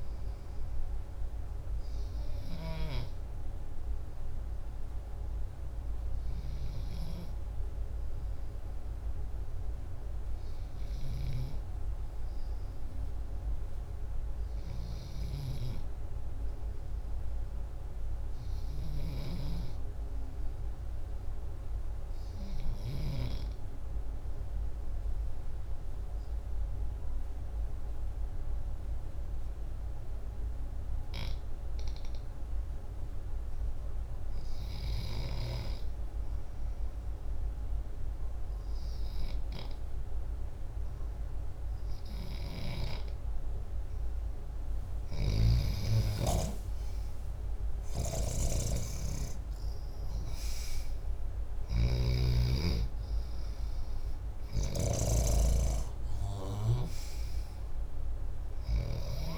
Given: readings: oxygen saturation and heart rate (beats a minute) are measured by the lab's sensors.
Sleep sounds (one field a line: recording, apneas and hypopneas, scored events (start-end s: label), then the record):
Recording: breathing in sleep by a room microphone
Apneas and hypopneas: 1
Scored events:
4.00-43.00 s: hypopnea (oxygen 91% before, 87% lowest, heart rate 120 before, 59 extreme)
38.50-47.50 s: oxygen desaturation (device-marked, oxygen 92% before, 88% lowest, heart rate 134 before, 90 extreme)
44.50-51.50 s: snoring (device-marked)
46.00-51.50 s: arousal
From the record:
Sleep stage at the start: N2 (light sleep)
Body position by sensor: upright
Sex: male